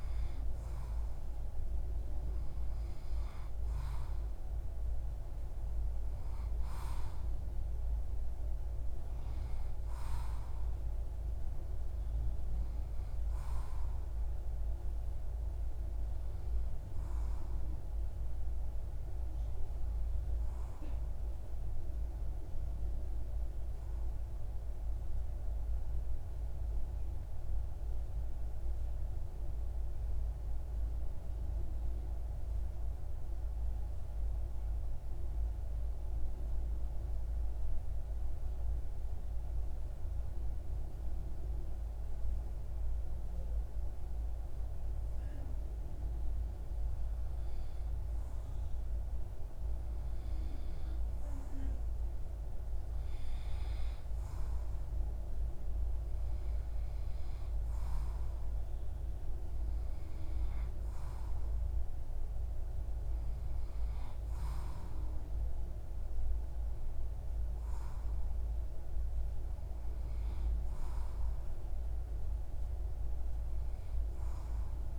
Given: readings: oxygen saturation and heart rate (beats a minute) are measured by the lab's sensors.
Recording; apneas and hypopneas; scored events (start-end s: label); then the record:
breathing in sleep, hard to hear, by a room microphone; 1
22.50-49.00 s: obstructive apnea (oxygen 93% before, 93% lowest, heart rate 58 before, 62 extreme, up 3 after)
50.50-74.99 s: oxygen desaturation (device-marked, oxygen 96% before, 93% lowest, heart rate 63 before, 58 extreme)
52.50-56.50 s: arousal
From the record:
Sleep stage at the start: REM sleep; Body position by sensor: on the back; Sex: male